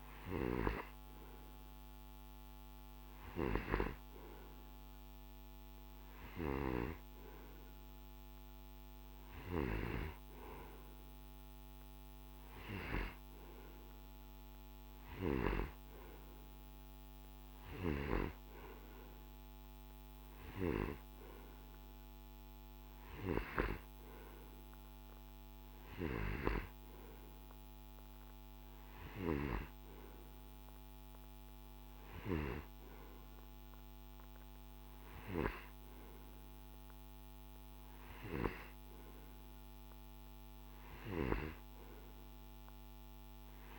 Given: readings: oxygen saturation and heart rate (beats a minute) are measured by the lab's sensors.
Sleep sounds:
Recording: breathing in sleep by a microphone on the trachea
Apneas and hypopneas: none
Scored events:
none scored
From the record:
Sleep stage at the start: N2 (light sleep)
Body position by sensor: on the right side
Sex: male

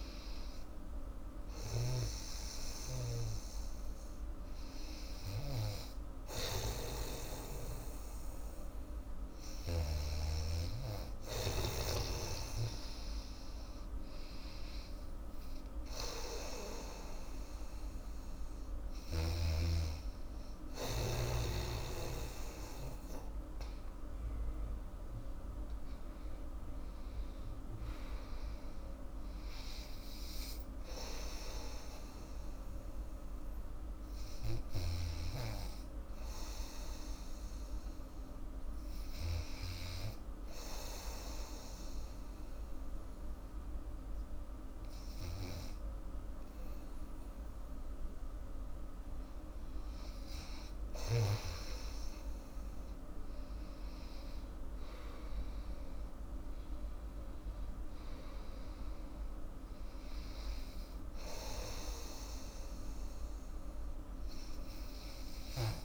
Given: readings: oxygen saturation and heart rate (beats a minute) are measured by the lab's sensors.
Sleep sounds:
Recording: breathing in sleep by a room microphone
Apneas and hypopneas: 1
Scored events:
0.00-10.00 s: snoring (device-marked)
0.00-13.00 s: oxygen desaturation (device-marked, oxygen 90% lowest, heart rate 78 extreme)
23.50-28.00 s: arousal
34.50-39.50 s: snoring (device-marked)
38.50-50.50 s: hypopnea (oxygen 97% before, 93% lowest, heart rate 88 before, 81 extreme, up 10 after)
52.00-56.00 s: arousal
52.00-65.85 s: oxygen desaturation (device-marked, oxygen 98% before, 93% lowest, heart rate 84 before, 81 extreme)
From the record:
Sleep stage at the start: N2 (light sleep)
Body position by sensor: on the back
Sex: female

